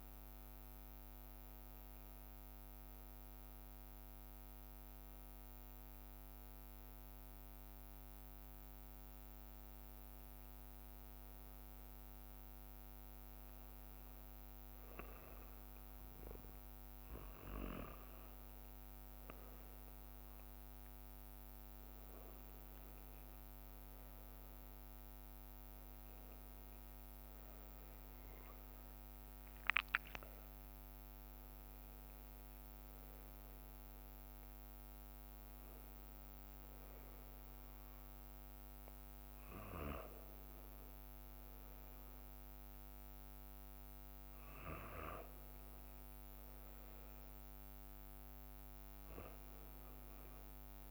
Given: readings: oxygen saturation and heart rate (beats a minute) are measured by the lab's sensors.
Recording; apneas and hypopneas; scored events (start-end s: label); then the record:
breathing in sleep, hard to hear, by a microphone on the trachea; none
5.50-10.00 s: arousal
14.00-21.00 s: bradycardia (device-marked, heart rate 61 before, 59 extreme)
26.50-36.00 s: leg movement (device-marked)
35.00-50.90 s: new sleep stage, N2 (light sleep)
36.00-50.90 s: bradycardia (device-marked, heart rate 62 before, 57 extreme)
From the record:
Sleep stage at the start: N1 (lightest sleep); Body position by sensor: on the back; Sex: male